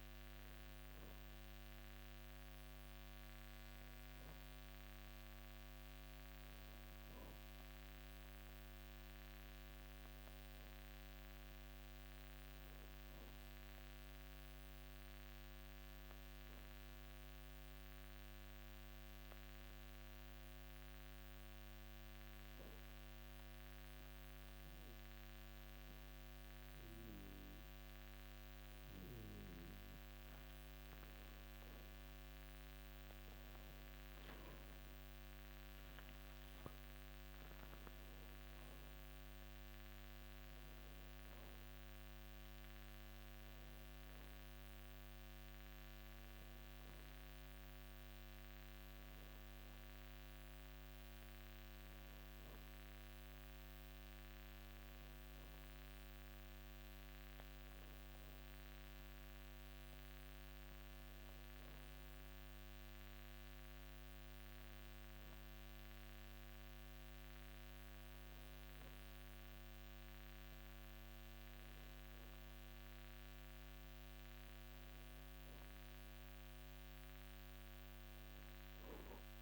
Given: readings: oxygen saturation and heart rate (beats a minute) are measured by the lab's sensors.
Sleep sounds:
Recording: breathing in sleep, hard to hear, by a microphone on the trachea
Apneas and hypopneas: 1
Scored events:
20.50-32.00 s: obstructive apnea (oxygen 96% before, 90% lowest, heart rate 67 before, 54 extreme, up 0 after)
36.50-39.50 s: arousal
40.00-55.00 s: oxygen desaturation (device-marked, oxygen 95% before, 90% lowest, heart rate 61 before, 54 extreme)
61.50-65.50 s: arousal
From the record:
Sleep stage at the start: N2 (light sleep)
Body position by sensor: on the back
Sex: male

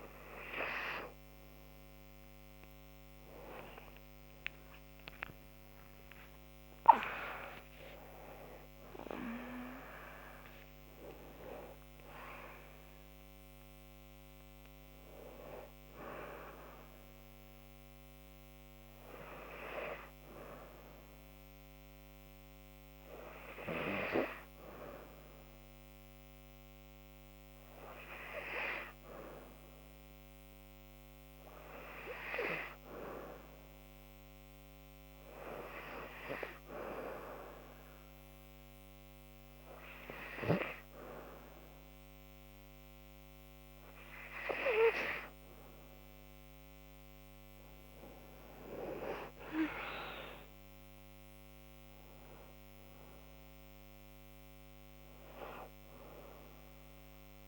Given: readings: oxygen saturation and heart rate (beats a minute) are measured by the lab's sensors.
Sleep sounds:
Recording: breathing in sleep by a microphone on the trachea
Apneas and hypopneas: 1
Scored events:
7.50-12.00 s: arousal
16.50-44.00 s: hypopnea (oxygen 96% before, 93% lowest, heart rate 78 before, 67 extreme, up 11 after)
37.00-54.00 s: oxygen desaturation (device-marked, oxygen 97% before, 94% lowest, heart rate 70 before, 67 extreme)
46.50-51.50 s: arousal
From the record:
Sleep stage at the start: N2 (light sleep)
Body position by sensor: on the back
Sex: female

